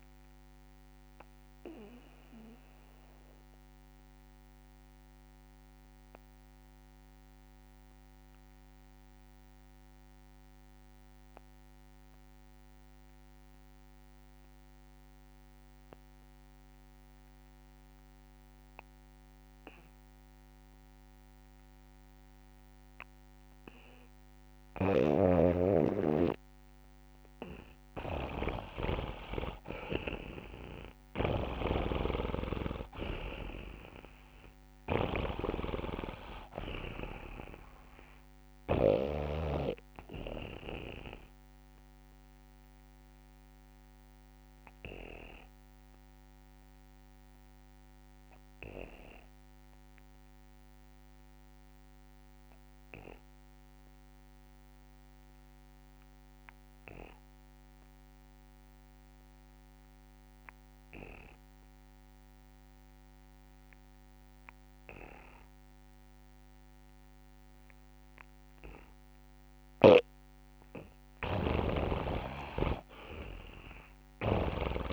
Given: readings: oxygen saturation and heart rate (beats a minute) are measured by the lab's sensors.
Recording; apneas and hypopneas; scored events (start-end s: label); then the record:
breathing in sleep by a microphone on the trachea; 2
0.00-13.00 s: oxygen desaturation (device-marked, oxygen 82% lowest, heart rate 39 extreme)
0.50-26.50 s: obstructive apnea (oxygen 99% before, 82% lowest, heart rate 66 before, 48 extreme, up 4 after)
24.50-28.00 s: snoring (device-marked)
27.00-51.00 s: oxygen desaturation (device-marked, oxygen 98% before, 85% lowest, heart rate 68 before, 48 extreme)
29.50-33.50 s: arousal
32.00-34.00 s: long interval between heartbeats (device-marked, heart rate 67 before, 57 extreme)
35.00-39.00 s: snoring (device-marked)
35.50-37.50 s: long interval between heartbeats (device-marked, heart rate 66 before, 56 extreme)
40.00-70.50 s: obstructive apnea (oxygen 99% before, 83% lowest, heart rate 62 before, 44 extreme, up 6 after)
45.00-47.00 s: long interval between heartbeats (device-marked, heart rate 61 before, 59 extreme)
50.00-52.00 s: long interval between heartbeats (device-marked, heart rate 60 before, 59 extreme)
69.00-74.93 s: oxygen desaturation (device-marked, oxygen 96% before, 84% lowest, heart rate 64 before, 44 extreme)
72.50-74.93 s: arousal
From the record:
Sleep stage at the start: N2 (light sleep); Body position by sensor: on the back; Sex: male